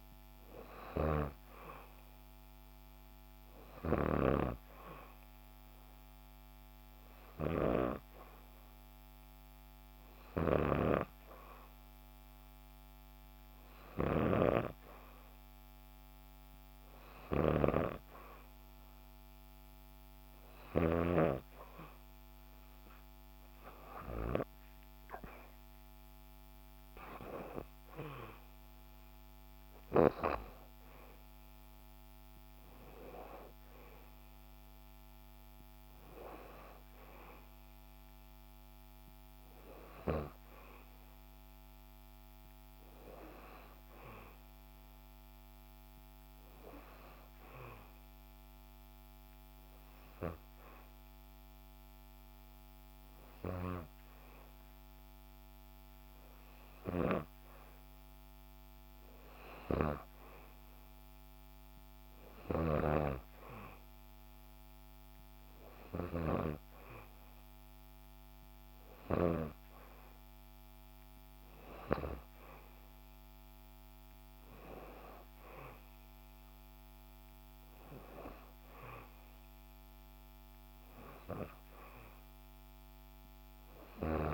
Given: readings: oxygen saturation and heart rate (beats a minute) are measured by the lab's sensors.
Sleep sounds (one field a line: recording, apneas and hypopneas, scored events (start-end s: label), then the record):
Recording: breathing in sleep by a microphone on the trachea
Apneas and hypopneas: 2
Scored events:
6.50-21.00 s: hypopnea (oxygen 95% before, 92% lowest, heart rate 65 before, 63 extreme, up 2 after)
26.00-30.50 s: arousal
46.50-57.50 s: obstructive apnea (oxygen 94% before, 92% lowest, heart rate 65 before, 64 extreme, up 2 after)
62.00-68.00 s: arousal
From the record:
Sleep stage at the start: N2 (light sleep)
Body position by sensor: on the back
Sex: female